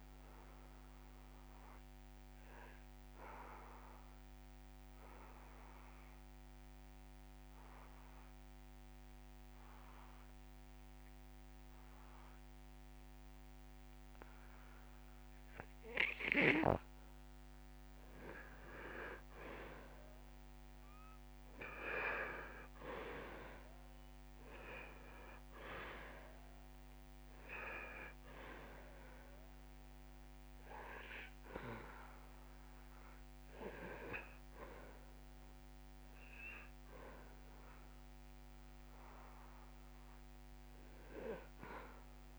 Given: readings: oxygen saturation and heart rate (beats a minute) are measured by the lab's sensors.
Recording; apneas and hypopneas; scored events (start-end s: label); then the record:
breathing in sleep by a microphone on the trachea; 1
0.50-18.00 s: obstructive apnea (oxygen 98% before, 86% lowest)
20.00-22.50 s: arousal
24.00-42.39 s: oxygen desaturation (device-marked, oxygen 97% before, 86% lowest)
From the record:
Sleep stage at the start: N2 (light sleep); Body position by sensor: on the back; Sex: male